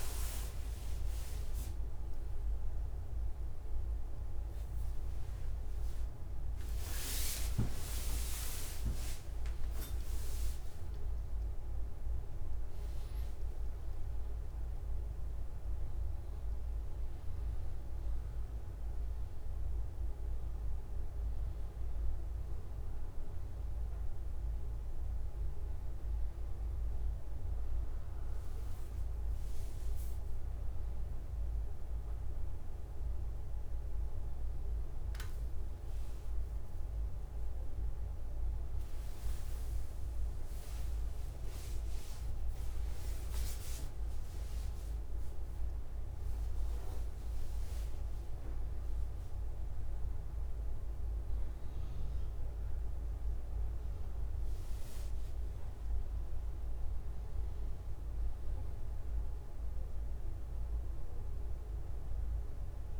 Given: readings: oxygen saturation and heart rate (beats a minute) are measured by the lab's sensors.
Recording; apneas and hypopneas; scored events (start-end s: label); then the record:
breathing in sleep, hard to hear, by a room microphone; none
62.00-63.00 s: new sleep stage, N1 (lightest sleep)
From the record:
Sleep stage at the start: N2 (light sleep); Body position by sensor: on the back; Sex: male